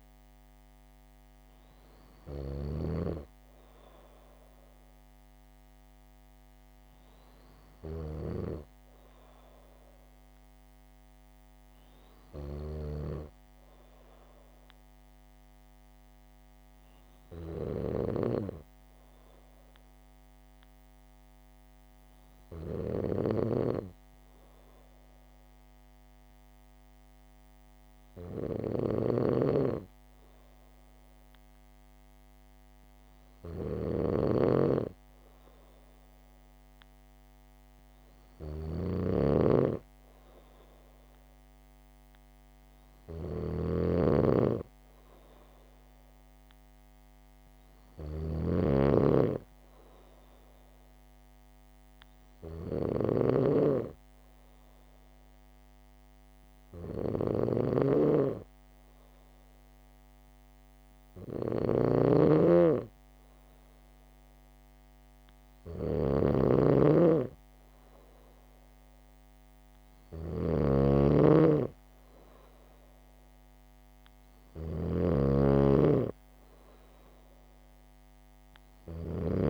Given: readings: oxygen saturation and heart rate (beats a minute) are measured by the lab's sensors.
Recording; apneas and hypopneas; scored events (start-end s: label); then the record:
breathing in sleep by a microphone on the trachea; 1
2.50-79.49 s: snoring (device-marked)
17.00-32.00 s: hypopnea (oxygen 98% before, 96% lowest, heart rate 70 before, 67 extreme, up 1 after)
34.00-37.50 s: arousal
From the record:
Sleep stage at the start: N2 (light sleep); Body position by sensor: on the back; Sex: female